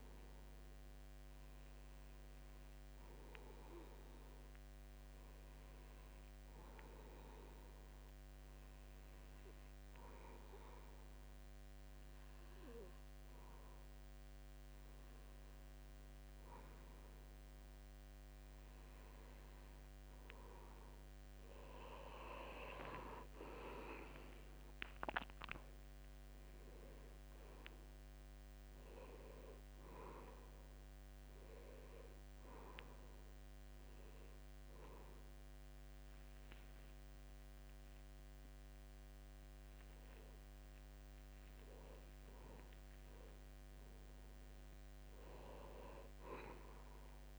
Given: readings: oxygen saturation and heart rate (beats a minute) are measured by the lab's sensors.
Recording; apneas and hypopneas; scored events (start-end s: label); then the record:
breathing in sleep by a microphone on the trachea; 1
9.50-19.50 s: obstructive apnea (oxygen 93% before, 90% lowest, heart rate 76 before, 73 extreme, up 4 after)
26.00-29.50 s: arousal
36.50-38.50 s: long interval between heartbeats (device-marked, heart rate 76 before, 97 extreme)
40.00-42.00 s: long interval between heartbeats (device-marked, heart rate 82 before, 150 extreme)
From the record:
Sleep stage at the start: N2 (light sleep); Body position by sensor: on the back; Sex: male